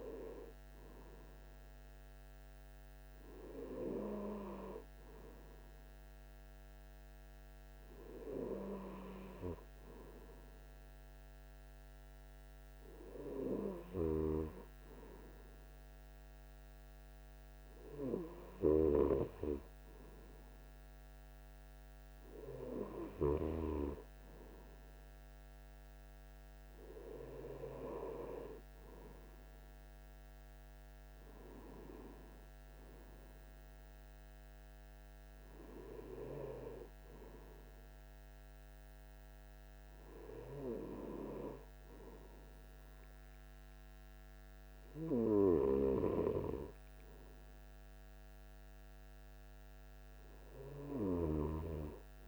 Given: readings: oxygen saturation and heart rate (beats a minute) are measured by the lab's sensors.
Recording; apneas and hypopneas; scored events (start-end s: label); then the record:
breathing in sleep by a microphone on the trachea; none
none scored
From the record:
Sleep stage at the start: N2 (light sleep); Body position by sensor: on the right side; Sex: male